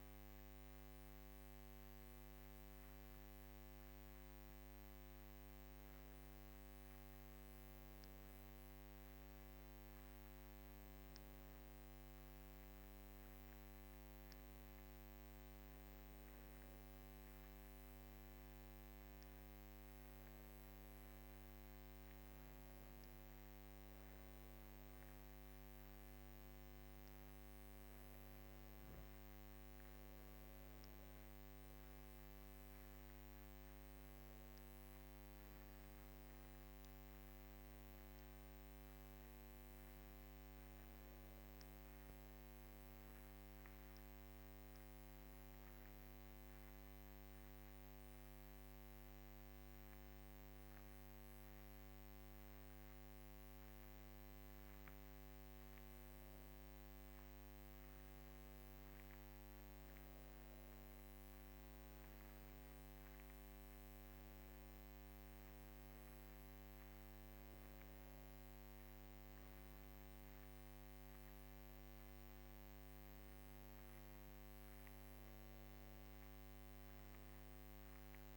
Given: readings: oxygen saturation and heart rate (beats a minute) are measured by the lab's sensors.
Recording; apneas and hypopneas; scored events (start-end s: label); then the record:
breathing in sleep, hard to hear, by a microphone on the trachea; none
46.50-52.00 s: arousal
From the record:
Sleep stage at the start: N2 (light sleep); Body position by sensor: on the back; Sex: female